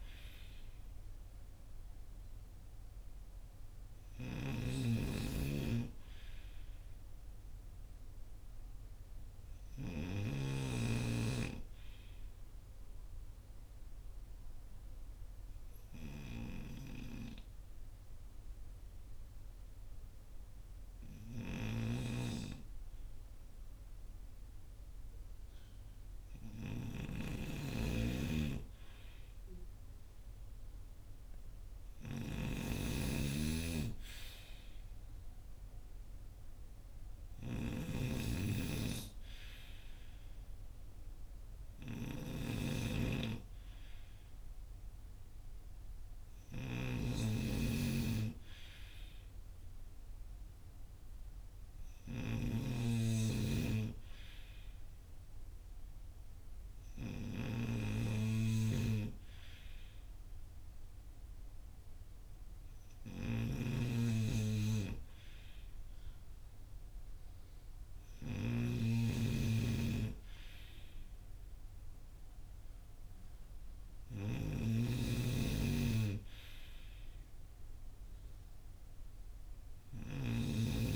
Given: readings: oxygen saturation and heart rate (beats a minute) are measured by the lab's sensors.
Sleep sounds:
breathing in sleep by a room microphone; 1
0.00-10.00 s: snoring (device-marked)
12.00-26.50 s: hypopnea (oxygen 97% before, 90% lowest, heart rate 52 before, 45 extreme, up 11 after)
21.00-80.96 s: snoring (device-marked)
29.50-34.00 s: arousal
53.00-75.00 s: oxygen desaturation (device-marked, oxygen 94% before, 90% lowest, heart rate 55 before, 50 extreme)
From the record:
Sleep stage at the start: N2 (light sleep); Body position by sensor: on the front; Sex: male

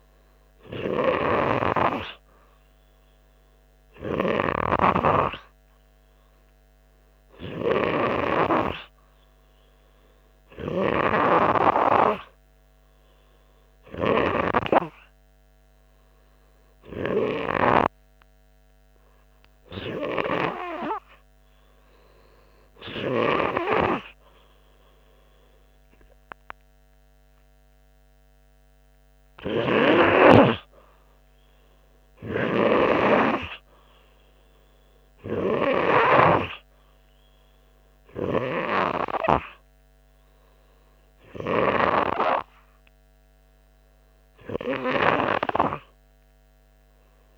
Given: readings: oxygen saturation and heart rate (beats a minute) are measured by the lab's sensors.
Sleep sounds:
breathing in sleep by a microphone on the trachea; none
none scored
From the record:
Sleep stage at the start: N3 (deep sleep); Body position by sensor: on the front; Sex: male

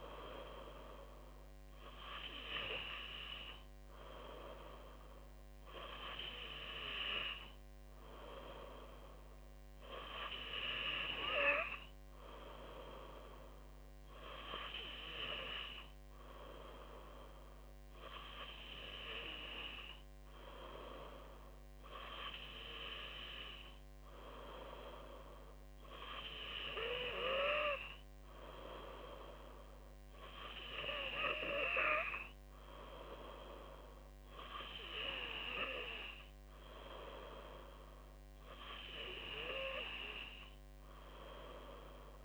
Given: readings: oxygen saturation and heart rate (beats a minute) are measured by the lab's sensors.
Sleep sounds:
breathing in sleep by a microphone on the trachea; none
none scored
From the record:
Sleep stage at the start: N2 (light sleep); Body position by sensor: on the back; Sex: female

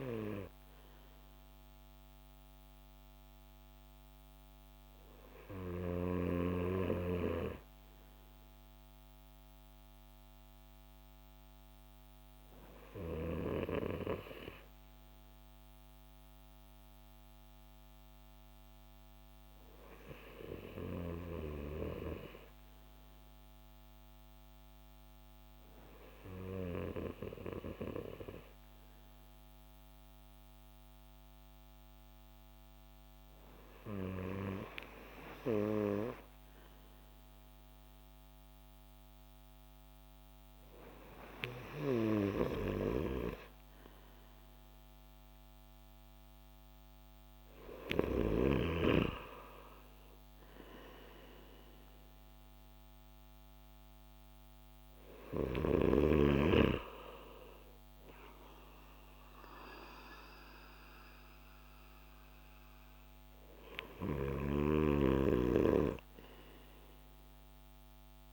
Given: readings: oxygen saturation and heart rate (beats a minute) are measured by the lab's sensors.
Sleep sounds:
breathing in sleep by a microphone on the trachea; none
none scored
From the record:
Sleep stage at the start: N2 (light sleep); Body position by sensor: on the back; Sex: male

